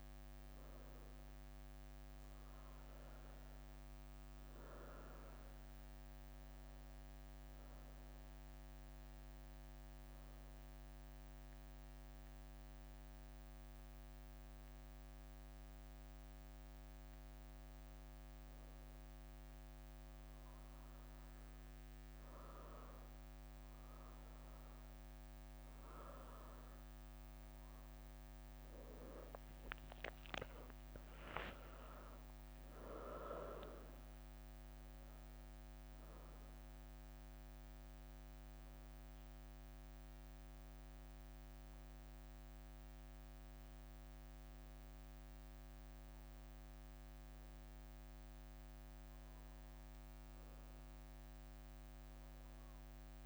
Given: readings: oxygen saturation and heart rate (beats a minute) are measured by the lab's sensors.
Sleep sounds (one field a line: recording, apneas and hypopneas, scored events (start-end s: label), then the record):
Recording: breathing in sleep by a microphone on the trachea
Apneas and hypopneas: 1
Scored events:
0.00-20.50 s: oxygen desaturation (device-marked, oxygen 94% lowest, heart rate 73 extreme)
8.00-19.00 s: hypopnea (oxygen 100% before, 94% lowest, heart rate 75 before, 73 extreme, up 7 after)
14.50-15.50 s: leg movement (device-marked)
17.00-19.00 s: leg movement (device-marked)
20.00-23.00 s: leg movement (device-marked)
20.00-24.00 s: arousal
28.50-34.00 s: leg movement (device-marked)
28.50-41.50 s: oxygen desaturation (device-marked, oxygen 97% before, 94% lowest, heart rate 76 before, 73 extreme)
From the record:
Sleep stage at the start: N1 (lightest sleep)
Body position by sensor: on the right side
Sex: female